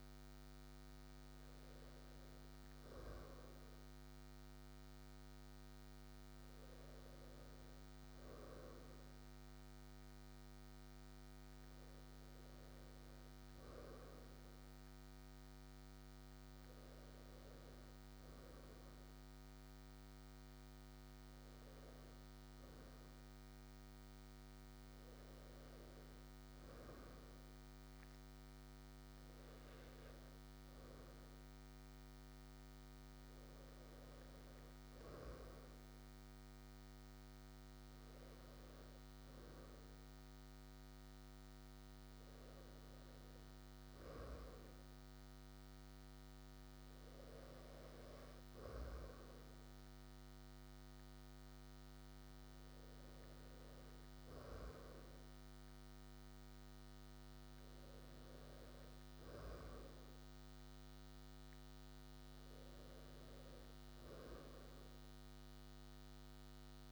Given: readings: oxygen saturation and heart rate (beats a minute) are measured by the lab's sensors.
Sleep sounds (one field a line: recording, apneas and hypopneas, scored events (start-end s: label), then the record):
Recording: a person awake in a sleep study, hard to hear, by a microphone on the trachea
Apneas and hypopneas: none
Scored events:
none scored
From the record:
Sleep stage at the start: awake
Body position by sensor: on the right side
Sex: male